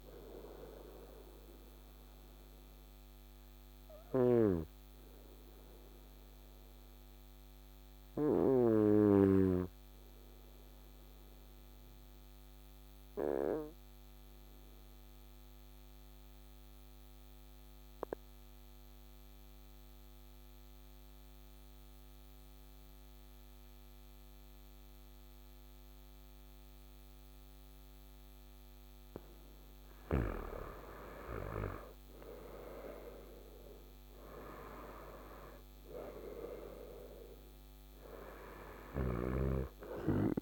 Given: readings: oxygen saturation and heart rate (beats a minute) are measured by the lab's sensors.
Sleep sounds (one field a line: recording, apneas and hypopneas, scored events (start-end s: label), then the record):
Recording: breathing in sleep by a microphone on the trachea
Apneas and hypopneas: 1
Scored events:
0.00-8.50 s: oxygen desaturation (device-marked, oxygen 90% lowest, heart rate 53 extreme)
2.50-27.50 s: obstructive apnea (oxygen 96% before, 90% lowest, heart rate 63 before, 53 extreme, up 10 after)
27.50-40.42 s: oxygen desaturation (device-marked, oxygen 99% before, 92% lowest, heart rate 54 before, 53 extreme)
30.50-35.00 s: arousal
38.50-40.42 s: snoring (device-marked)
From the record:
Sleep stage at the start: N2 (light sleep)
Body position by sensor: on the right side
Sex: male